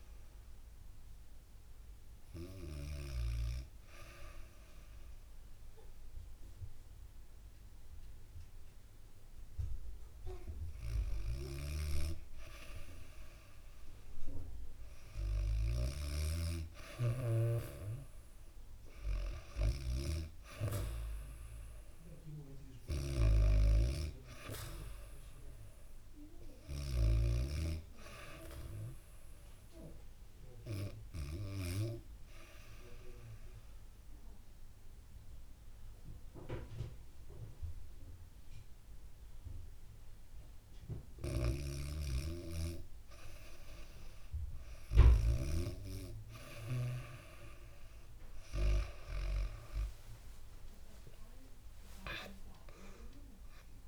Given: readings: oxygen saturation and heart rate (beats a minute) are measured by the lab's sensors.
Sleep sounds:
breathing in sleep by a room microphone; 2
0.00-2.50 s: snoring (device-marked)
0.00-5.00 s: oxygen desaturation (device-marked, oxygen 95% lowest, heart rate 65 extreme)
1.00-12.50 s: obstructive apnea (oxygen 98% before, 93% lowest, heart rate 69 before, 65 extreme, up 4 after)
10.50-26.00 s: snoring (device-marked)
15.00-19.00 s: arousal
18.00-34.00 s: oxygen desaturation (device-marked, oxygen 98% before, 94% lowest, heart rate 67 before, 65 extreme)
30.00-41.00 s: obstructive apnea (oxygen 98% before, 93% lowest, heart rate 69 before, 63 extreme, up 6 after)
40.50-44.50 s: snoring (device-marked)
48.50-53.88 s: arousal
From the record:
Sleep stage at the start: REM sleep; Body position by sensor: on the back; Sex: female

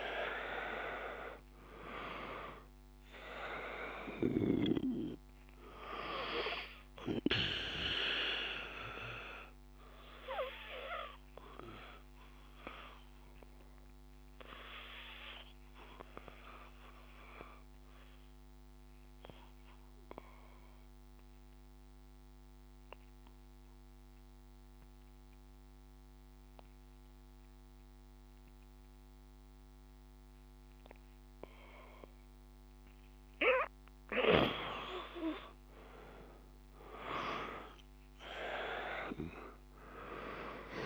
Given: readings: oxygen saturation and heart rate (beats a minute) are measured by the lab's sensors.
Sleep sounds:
breathing in sleep by a microphone on the trachea; 1
3.00-26.00 s: oxygen desaturation (device-marked, oxygen 96% before, 90% lowest, heart rate 56 before, 54 extreme)
9.00-30.00 s: obstructive apnea (oxygen 97% before, 89% lowest, heart rate 56 before, 53 extreme, up 2 after)
36.00-40.86 s: arousal
From the record:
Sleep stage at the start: N2 (light sleep); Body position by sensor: on the back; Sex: male

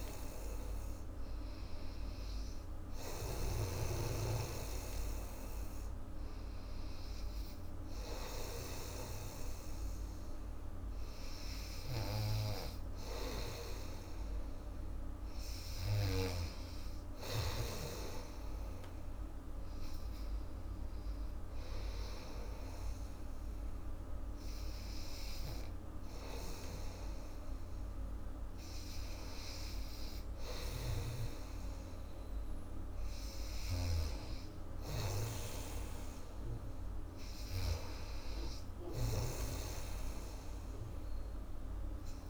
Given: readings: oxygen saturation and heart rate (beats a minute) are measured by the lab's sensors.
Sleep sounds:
breathing in sleep by a room microphone; none
0.00-3.50 s: snoring (device-marked)
26.00-39.50 s: snoring (device-marked)
From the record:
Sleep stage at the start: N2 (light sleep); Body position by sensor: on the back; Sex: female

